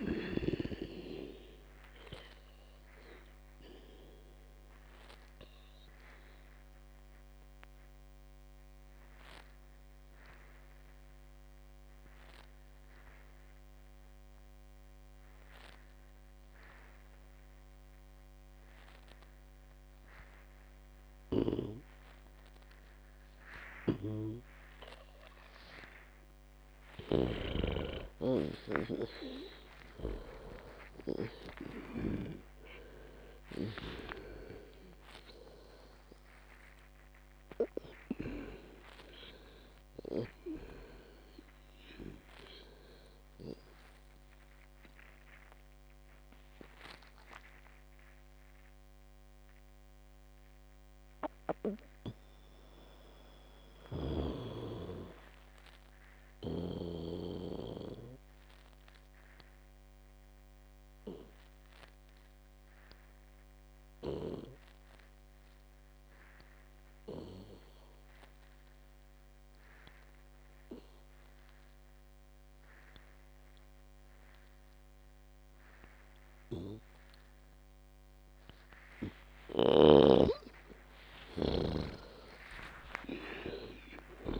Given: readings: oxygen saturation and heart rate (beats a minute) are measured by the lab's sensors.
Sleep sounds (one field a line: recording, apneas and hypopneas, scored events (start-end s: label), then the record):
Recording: breathing in sleep by a microphone on the trachea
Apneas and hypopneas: 2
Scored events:
0.00-17.50 s: oxygen desaturation (device-marked, oxygen 89% lowest, heart rate 58 extreme)
2.50-25.00 s: obstructive apnea (oxygen 96% before, 89% lowest, heart rate 89 before, 58 extreme)
22.00-31.00 s: snoring (device-marked)
29.50-35.00 s: arousal
37.50-48.50 s: oxygen desaturation (device-marked, oxygen 97% before, 94% lowest, heart rate 94 before, 60 extreme)
47.50-78.50 s: obstructive apnea (oxygen 99% before, 90% lowest, heart rate 111 before, 60 extreme, up 18 after)
75.50-84.40 s: oxygen desaturation (device-marked, oxygen 98% before, 90% lowest, heart rate 64 before, 57 extreme)
80.00-84.40 s: snoring (device-marked)
81.00-84.40 s: arousal
From the record:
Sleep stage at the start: N2 (light sleep)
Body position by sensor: on the back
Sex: female